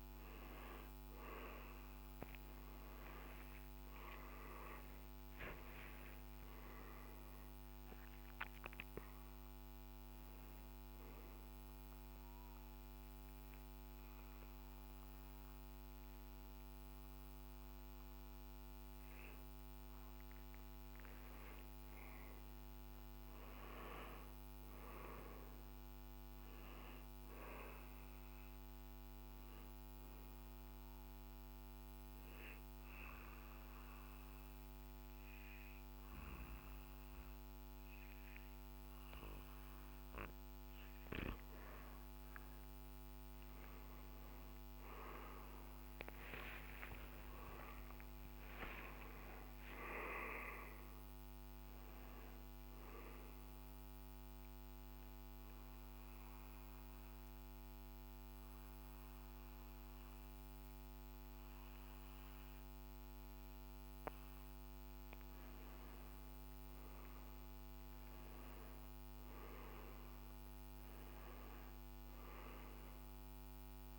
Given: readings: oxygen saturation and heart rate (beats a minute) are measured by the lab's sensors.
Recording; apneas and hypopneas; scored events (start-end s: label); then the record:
breathing in sleep by a microphone on the trachea; 3
0.00-17.50 s: oxygen desaturation (device-marked, oxygen 92% lowest, heart rate 55 extreme)
3.50-8.00 s: arousal
11.00-21.50 s: obstructive apnea (oxygen 97% before, 90% lowest, heart rate 68 before, 55 extreme, up 16 after)
27.50-39.50 s: oxygen desaturation (device-marked, oxygen 97% before, 94% lowest, heart rate 73 before, 55 extreme)
30.50-41.00 s: obstructive apnea (oxygen 97% before, 90% lowest, heart rate 71 before, 55 extreme, up 19 after)
46.00-50.50 s: arousal
50.50-68.50 s: oxygen desaturation (device-marked, oxygen 96% before, 90% lowest, heart rate 62 before, 54 extreme)
54.50-64.50 s: obstructive apnea (oxygen 97% before, 90% lowest, heart rate 65 before, 54 extreme, up 17 after)
66.50-70.00 s: arousal
70.50-73.99 s: oxygen desaturation (device-marked, oxygen 98% before, 93% lowest, heart rate 68 before, 54 extreme)
From the record:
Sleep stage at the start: N2 (light sleep); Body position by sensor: on the back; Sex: male